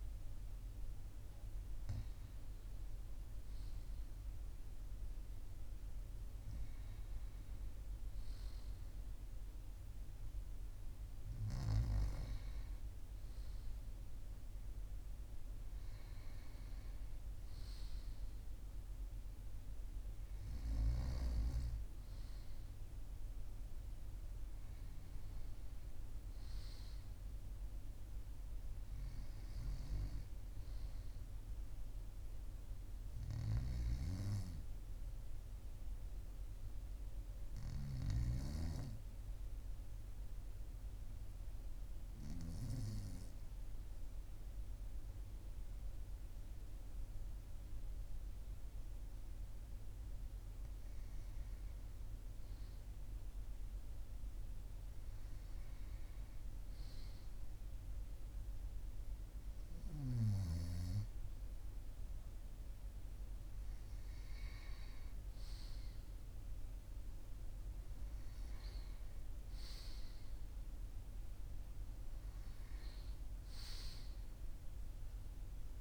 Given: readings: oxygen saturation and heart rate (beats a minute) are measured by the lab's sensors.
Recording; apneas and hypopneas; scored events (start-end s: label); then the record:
breathing in sleep by a room microphone; 1
41.00-52.00 s: obstructive apnea (oxygen 98% before, 96% lowest, heart rate 42 before, 41 extreme, up 1 after)
53.50-57.50 s: arousal
From the record:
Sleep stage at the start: N1 (lightest sleep); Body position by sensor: on the right side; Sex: male